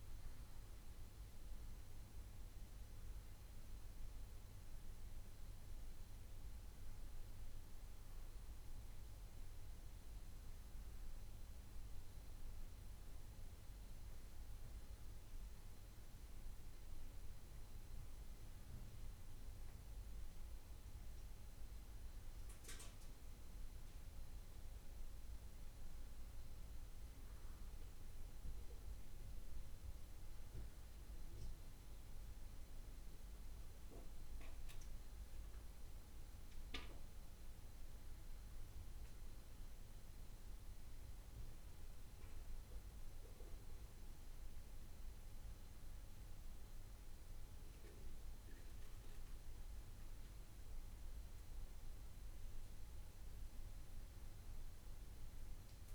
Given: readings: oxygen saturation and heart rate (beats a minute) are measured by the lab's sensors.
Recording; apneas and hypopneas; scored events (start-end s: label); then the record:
breathing in sleep, hard to hear, by a room microphone; none
none scored
From the record:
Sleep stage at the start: N1 (lightest sleep); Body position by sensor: on the back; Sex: male